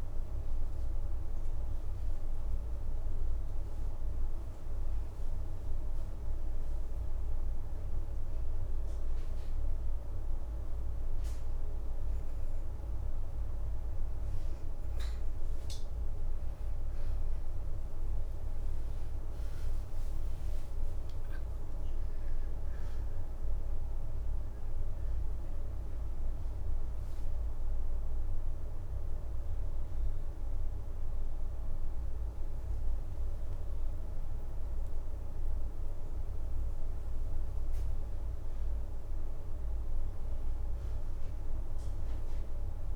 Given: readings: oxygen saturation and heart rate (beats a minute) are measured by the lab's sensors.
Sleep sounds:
breathing in sleep, hard to hear, by a room microphone; 1
0.00-14.00 s: oxygen desaturation (device-marked, oxygen 85% lowest, heart rate 82 extreme)
3.50-6.00 s: leg movement (device-marked)
4.50-14.50 s: hypopnea (oxygen 93% before, 86% lowest, heart rate 83 before, 82 extreme, up 15 after)
17.00-21.50 s: leg movement (device-marked)
18.00-23.00 s: arousal
24.00-37.00 s: oxygen desaturation (device-marked, oxygen 96% before, 87% lowest, heart rate 86 before, 81 extreme)
From the record:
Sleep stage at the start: N2 (light sleep); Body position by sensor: on the back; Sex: female

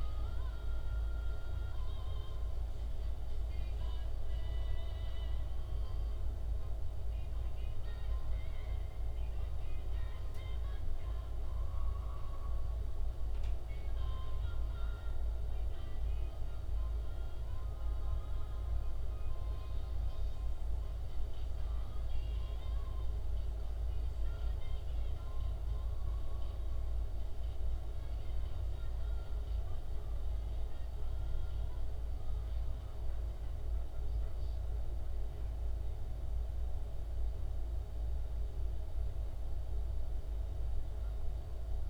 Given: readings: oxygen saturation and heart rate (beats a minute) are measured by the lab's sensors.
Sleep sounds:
breathing in sleep, hard to hear, by a room microphone; none
none scored
From the record:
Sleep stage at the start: N2 (light sleep); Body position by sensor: on the back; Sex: male

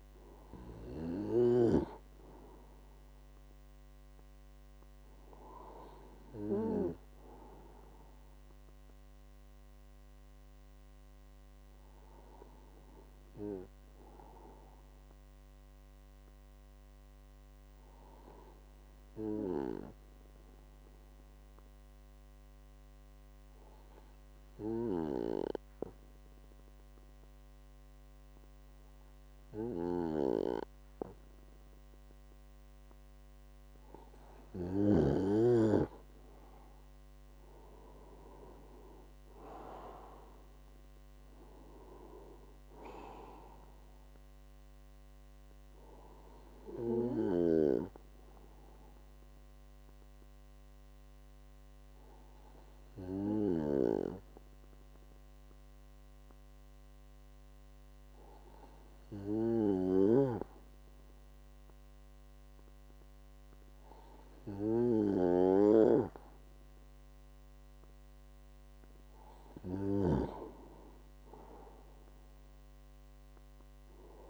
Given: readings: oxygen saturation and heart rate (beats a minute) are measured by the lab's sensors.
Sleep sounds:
breathing in sleep by a microphone on the trachea; 2
0.00-16.50 s: oxygen desaturation (device-marked, oxygen 93% lowest, heart rate 48 extreme)
8.00-35.00 s: obstructive apnea (oxygen 98% before, 93% lowest, heart rate 54 before, 48 extreme, up 9 after)
34.50-59.50 s: oxygen desaturation (device-marked, oxygen 97% before, 94% lowest, heart rate 53 before, 48 extreme)
37.00-41.00 s: arousal
48.50-67.50 s: obstructive apnea (oxygen 98% before, 94% lowest, heart rate 56 before, 49 extreme, up 7 after)
69.00-73.00 s: arousal
From the record:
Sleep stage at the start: N2 (light sleep); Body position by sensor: on the right side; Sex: male

